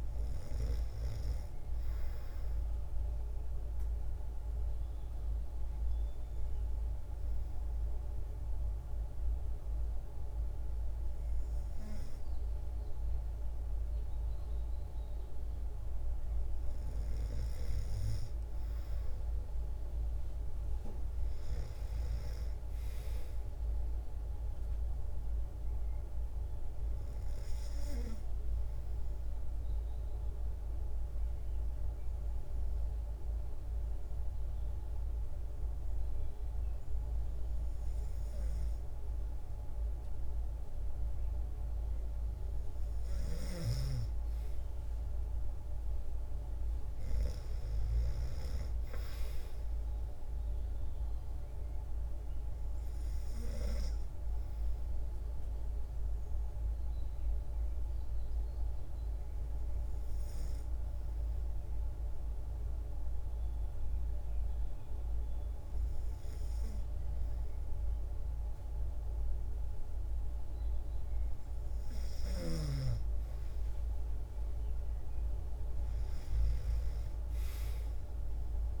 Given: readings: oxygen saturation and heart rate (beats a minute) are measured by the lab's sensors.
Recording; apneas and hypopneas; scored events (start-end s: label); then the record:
breathing in sleep, hard to hear, by a room microphone; 3
3.50-16.00 s: hypopnea (oxygen 96% before, 92% lowest, heart rate 134 before, 60 extreme)
16.50-21.00 s: snoring (device-marked)
17.00-20.50 s: arousal
23.00-40.00 s: oxygen desaturation (device-marked, oxygen 96% before, 92% lowest, heart rate 105 before, 65 extreme)
28.00-41.50 s: obstructive apnea (oxygen 96% before, 92% lowest, heart rate 116 before, 65 extreme, up 52 after)
42.50-47.50 s: snoring (device-marked)
43.00-47.00 s: arousal
47.00-64.00 s: oxygen desaturation (device-marked, oxygen 96% before, 93% lowest, heart rate 114 before, 65 extreme)
53.50-69.50 s: hypopnea (oxygen 96% before, 92% lowest, heart rate 126 before, 86 extreme, up 9 after)
73.00-76.50 s: arousal
From the record:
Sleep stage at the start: N2 (light sleep); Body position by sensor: on the back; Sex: female